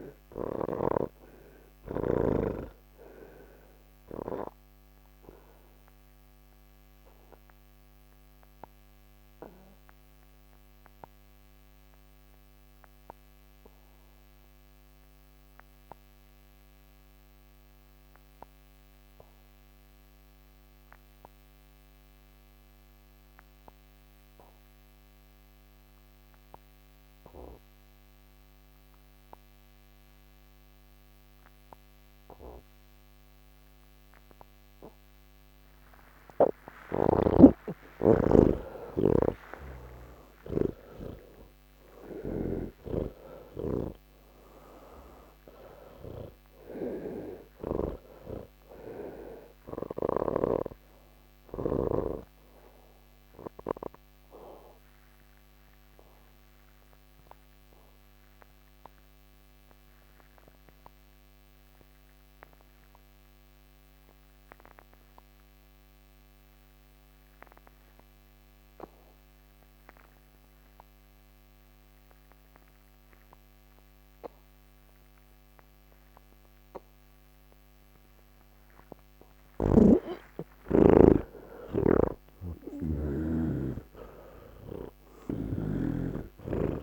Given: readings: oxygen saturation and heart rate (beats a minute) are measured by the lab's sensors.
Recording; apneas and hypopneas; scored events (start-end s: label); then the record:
breathing in sleep by a microphone on the trachea; 2
0.00-2.50 s: snoring (device-marked)
0.00-17.00 s: oxygen desaturation (device-marked, oxygen 76% lowest, heart rate 38 extreme)
3.50-35.50 s: obstructive apnea (oxygen 97% before, 76% lowest, heart rate 84 before, 38 extreme)
33.00-44.00 s: oxygen desaturation (device-marked, oxygen 98% before, 85% lowest, heart rate 88 before, 29 extreme)
37.00-48.00 s: snoring (device-marked)
46.00-64.00 s: oxygen desaturation (device-marked, oxygen 90% before, 77% lowest)
55.50-78.00 s: mixed apnea (oxygen 97% before, 77% lowest)
75.00-86.83 s: oxygen desaturation (device-marked, oxygen 100% before, 79% lowest)
82.00-86.00 s: snoring (device-marked)
From the record:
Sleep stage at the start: N2 (light sleep); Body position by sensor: on the back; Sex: male